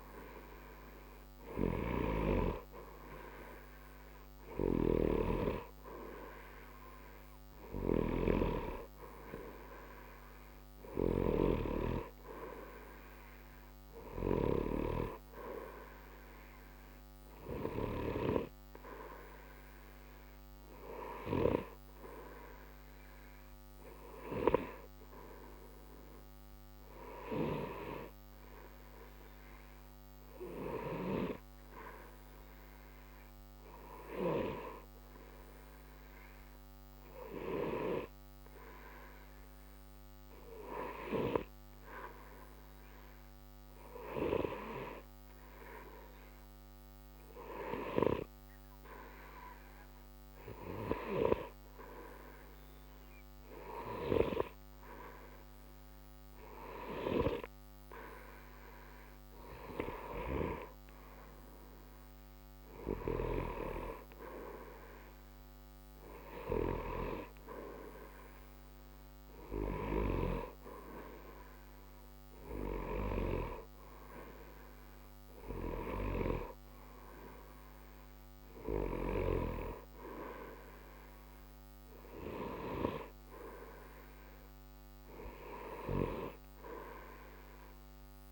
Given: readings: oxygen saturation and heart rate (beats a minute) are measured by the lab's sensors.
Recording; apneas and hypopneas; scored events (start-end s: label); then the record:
breathing in sleep by a microphone on the trachea; 1
0.00-21.00 s: oxygen desaturation (device-marked, oxygen 91% lowest, heart rate 60 extreme)
28.00-31.50 s: arousal
36.00-52.00 s: hypopnea (oxygen 94% before, 92% lowest, heart rate 60 before, 60 extreme, up 0 after)
54.50-59.00 s: arousal
From the record:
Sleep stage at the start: N2 (light sleep); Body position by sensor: on the right side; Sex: male